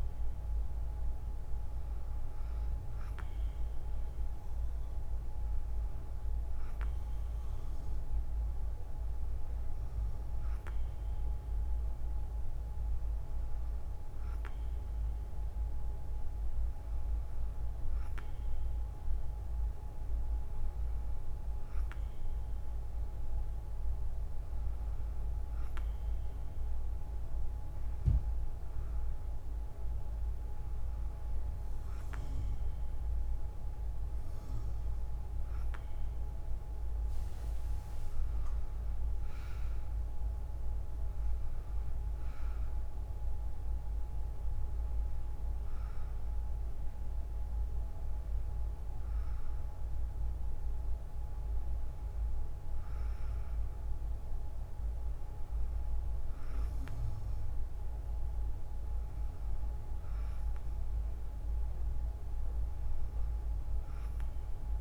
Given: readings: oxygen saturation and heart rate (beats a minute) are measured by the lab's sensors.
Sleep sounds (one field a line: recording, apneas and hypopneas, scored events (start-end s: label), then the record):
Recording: breathing in sleep, hard to hear, by a room microphone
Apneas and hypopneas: none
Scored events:
none scored
From the record:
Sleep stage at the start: N2 (light sleep)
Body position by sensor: on the right side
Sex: female